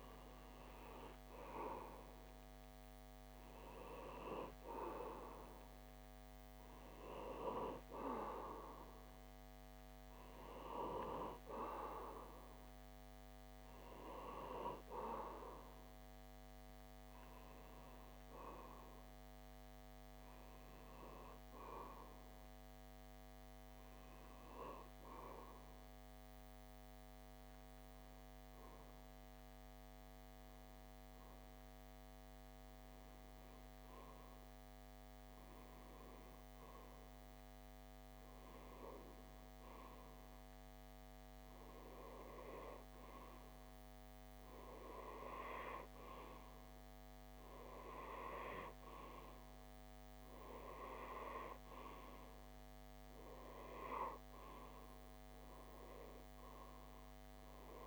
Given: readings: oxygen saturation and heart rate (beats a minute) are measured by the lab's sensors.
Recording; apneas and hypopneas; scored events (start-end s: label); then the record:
breathing in sleep by a microphone on the trachea; 1
0.00-1.00 s: arousal
25.50-43.50 s: hypopnea (oxygen 94% before, 92% lowest)
45.50-50.00 s: arousal
53.00-56.00 s: oxygen desaturation (device-marked, oxygen 97% before, 95% lowest)
From the record:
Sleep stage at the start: REM sleep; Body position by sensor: on the back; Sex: male